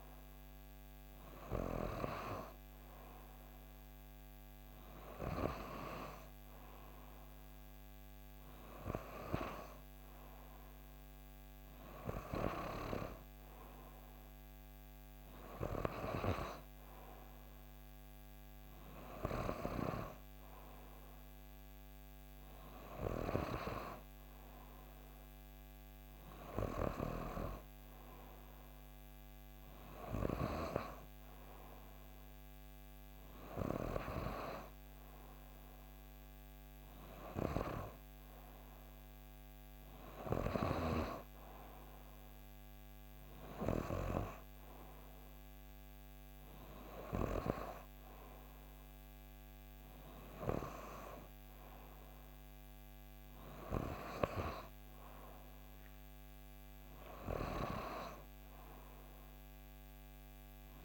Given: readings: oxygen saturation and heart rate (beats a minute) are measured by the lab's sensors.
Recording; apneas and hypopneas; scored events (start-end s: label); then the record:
breathing in sleep by a microphone on the trachea; none
none scored
From the record:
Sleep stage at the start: N3 (deep sleep); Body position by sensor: on the back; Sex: female